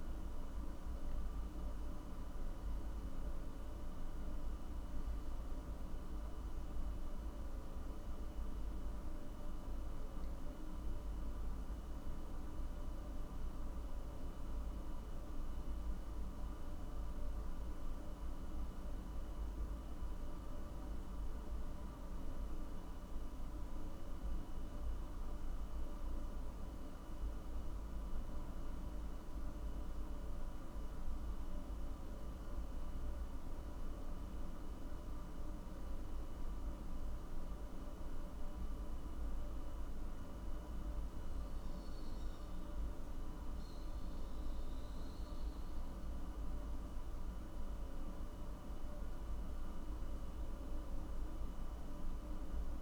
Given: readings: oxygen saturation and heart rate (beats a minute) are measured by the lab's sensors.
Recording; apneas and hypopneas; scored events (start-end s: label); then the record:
a person awake in a sleep study, hard to hear, by a room microphone; none
none scored
From the record:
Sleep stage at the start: awake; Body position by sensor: on the back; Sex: male